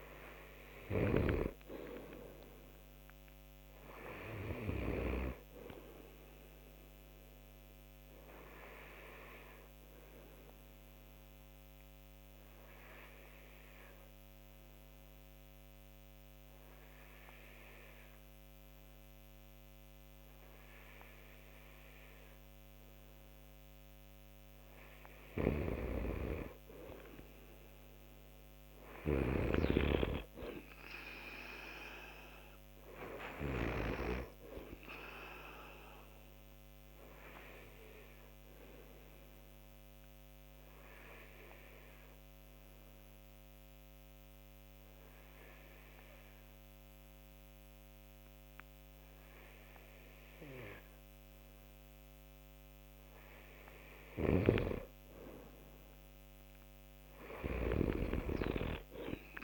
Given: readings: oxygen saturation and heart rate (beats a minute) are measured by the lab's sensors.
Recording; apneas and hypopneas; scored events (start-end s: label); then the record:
breathing in sleep by a microphone on the trachea; 2
0.00-4.50 s: snoring (device-marked)
6.50-22.50 s: oxygen desaturation (device-marked, oxygen 96% before, 90% lowest)
7.50-23.50 s: obstructive apnea (oxygen 96% before, 90% lowest)
24.50-33.00 s: snoring (device-marked)
25.50-29.00 s: arousal
30.50-52.50 s: oxygen desaturation (device-marked, oxygen 95% before, 90% lowest)
36.00-52.00 s: obstructive apnea (oxygen 95% before, 90% lowest)
53.50-59.44 s: snoring (device-marked)
54.50-58.50 s: arousal
From the record:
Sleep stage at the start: N2 (light sleep); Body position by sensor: on the right side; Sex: male